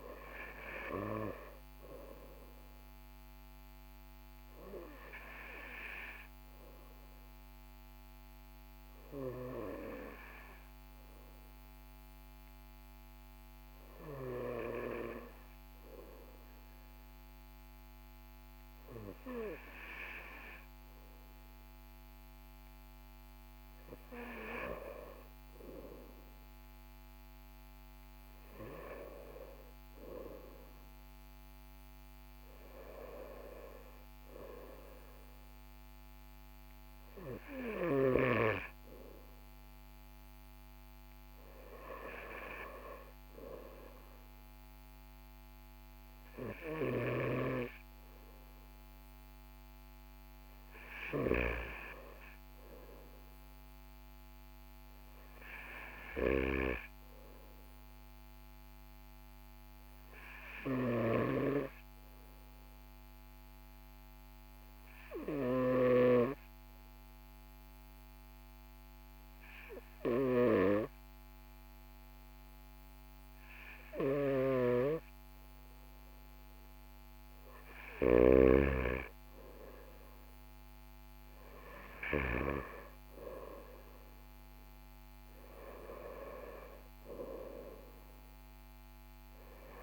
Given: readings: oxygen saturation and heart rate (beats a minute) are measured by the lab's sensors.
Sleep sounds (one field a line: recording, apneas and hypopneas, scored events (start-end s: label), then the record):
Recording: breathing in sleep by a microphone on the trachea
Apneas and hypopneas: none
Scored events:
73.50-78.00 s: snoring (device-marked)
From the record:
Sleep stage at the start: N2 (light sleep)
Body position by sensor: on the right side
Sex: male